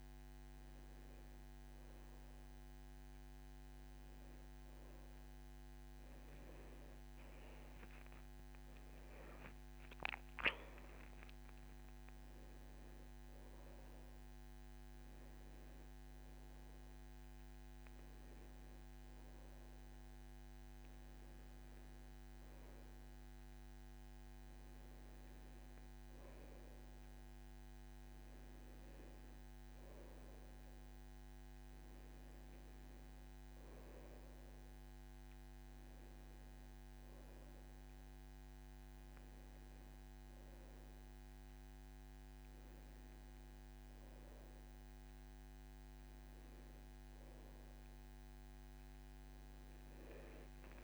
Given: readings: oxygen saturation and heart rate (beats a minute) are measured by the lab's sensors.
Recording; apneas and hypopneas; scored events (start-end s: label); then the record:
a person partly awake in a sleep study, hard to hear, by a microphone on the trachea; none
21.50-50.84 s: new sleep stage, N1 (lightest sleep)
From the record:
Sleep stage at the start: awake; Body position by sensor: on the back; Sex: male